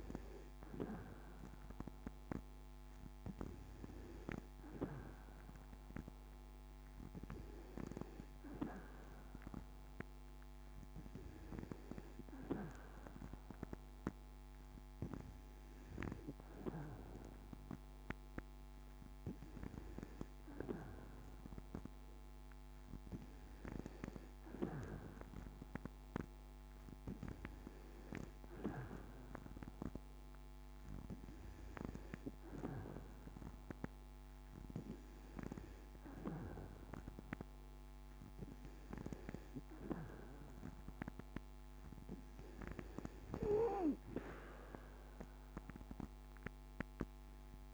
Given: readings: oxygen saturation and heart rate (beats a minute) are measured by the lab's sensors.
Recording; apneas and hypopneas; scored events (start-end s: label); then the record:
breathing in sleep by a microphone on the trachea; none
none scored
From the record:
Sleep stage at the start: N2 (light sleep); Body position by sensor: on the back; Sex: female